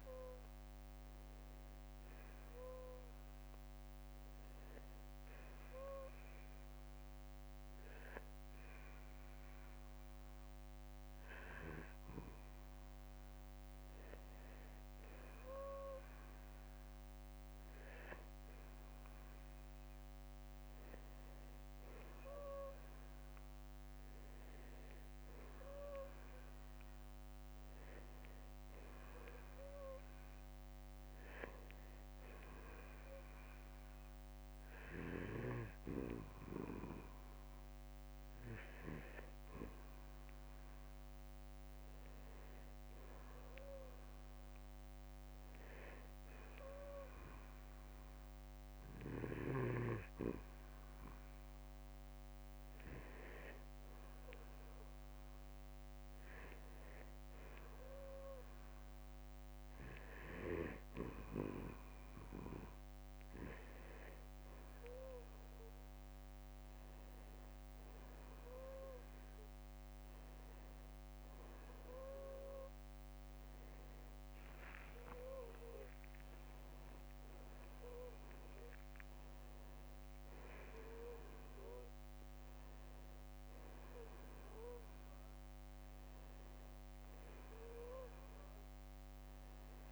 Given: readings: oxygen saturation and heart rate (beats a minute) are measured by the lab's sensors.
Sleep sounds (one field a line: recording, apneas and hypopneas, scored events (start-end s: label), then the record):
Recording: breathing in sleep by a microphone on the trachea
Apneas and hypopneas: 2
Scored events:
5.00-15.50 s: hypopnea (oxygen 95% before, 93% lowest, heart rate 56 before, 48 extreme, up 8 after)
19.00-23.50 s: arousal
31.50-41.50 s: hypopnea (oxygen 95% before, 92% lowest, heart rate 57 before, 47 extreme, up 17 after)
37.00-39.00 s: long interval between heartbeats (device-marked, heart rate 57 before, 50 extreme)
44.00-47.50 s: arousal
71.00-89.92 s: new sleep stage, N1 (lightest sleep)
71.50-75.50 s: arousal
From the record:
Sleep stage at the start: N2 (light sleep)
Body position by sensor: on the back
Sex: male